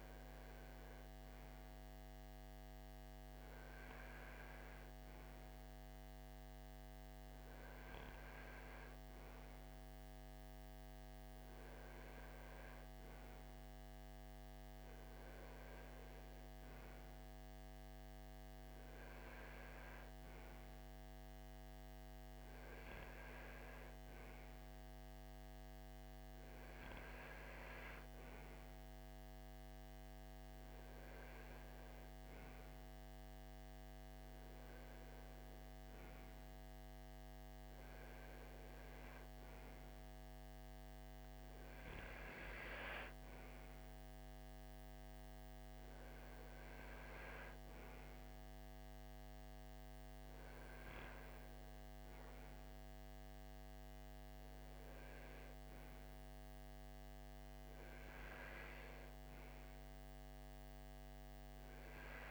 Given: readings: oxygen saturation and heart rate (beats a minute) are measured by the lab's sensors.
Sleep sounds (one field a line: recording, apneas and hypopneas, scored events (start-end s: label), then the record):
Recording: breathing in sleep, hard to hear, by a microphone on the trachea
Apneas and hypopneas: none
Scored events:
none scored
From the record:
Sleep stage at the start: REM sleep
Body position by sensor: on the right side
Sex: male